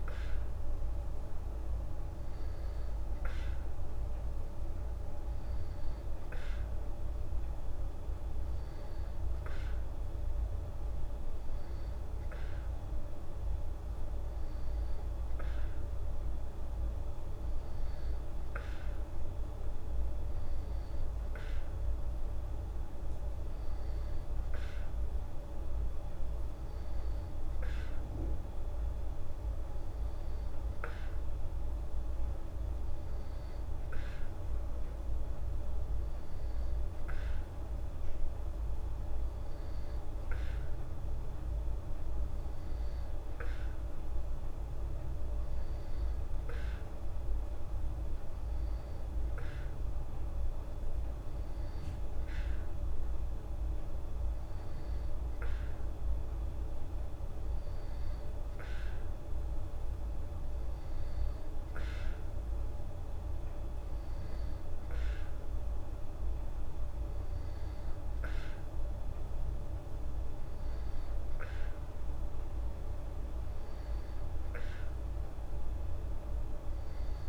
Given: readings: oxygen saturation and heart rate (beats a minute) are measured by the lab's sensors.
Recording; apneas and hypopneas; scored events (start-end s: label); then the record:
breathing in sleep, hard to hear, by a room microphone; none
none scored
From the record:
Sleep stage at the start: N2 (light sleep); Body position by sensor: on the back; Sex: female